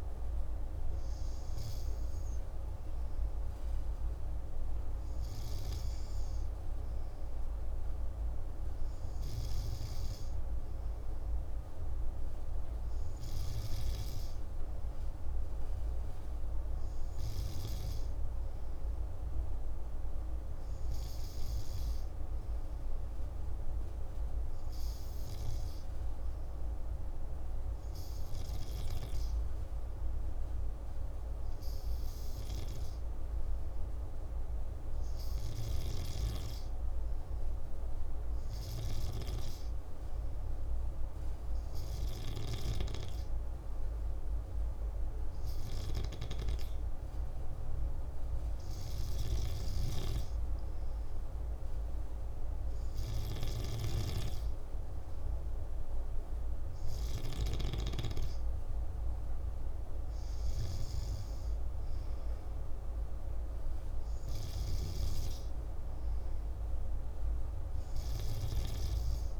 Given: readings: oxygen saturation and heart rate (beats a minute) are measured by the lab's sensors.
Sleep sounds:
breathing in sleep, hard to hear, by a room microphone; none
49.00-57.50 s: snoring (device-marked)
From the record:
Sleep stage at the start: N2 (light sleep); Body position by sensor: on the back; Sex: male

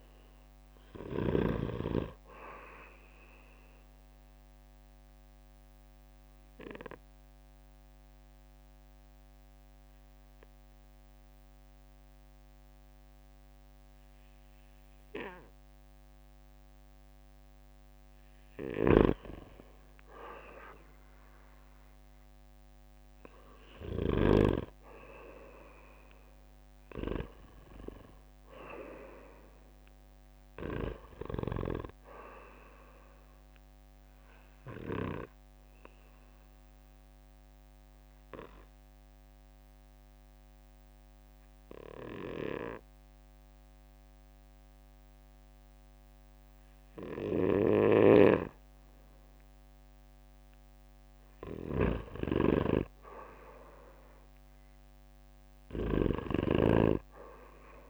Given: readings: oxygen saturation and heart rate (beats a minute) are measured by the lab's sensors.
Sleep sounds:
breathing in sleep by a microphone on the trachea; 2
0.00-7.50 s: oxygen desaturation (device-marked, oxygen 93% lowest, heart rate 59 extreme)
4.00-18.00 s: obstructive apnea (oxygen 97% before, 90% lowest, heart rate 65 before, 58 extreme, up 9 after)
21.00-24.50 s: arousal
24.50-42.50 s: oxygen desaturation (device-marked, oxygen 95% before, 90% lowest, heart rate 63 before, 57 extreme)
34.00-49.00 s: obstructive apnea (oxygen 95% before, 87% lowest, heart rate 67 before, 57 extreme, up 12 after)
53.50-56.50 s: arousal
From the record:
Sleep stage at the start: N2 (light sleep); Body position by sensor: on the back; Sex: male

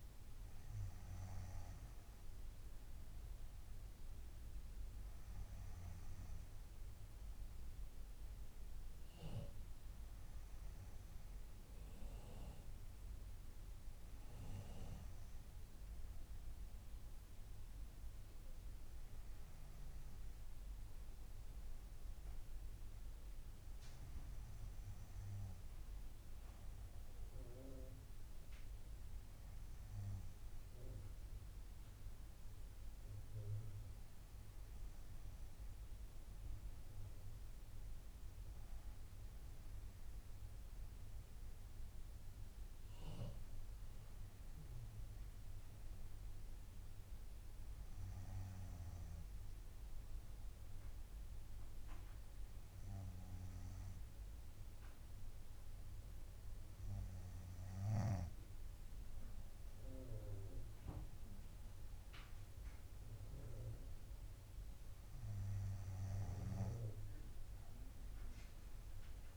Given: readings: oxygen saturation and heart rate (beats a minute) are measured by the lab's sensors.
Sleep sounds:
breathing in sleep by a room microphone; none
none scored
From the record:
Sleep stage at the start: N2 (light sleep); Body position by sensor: on the front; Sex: female

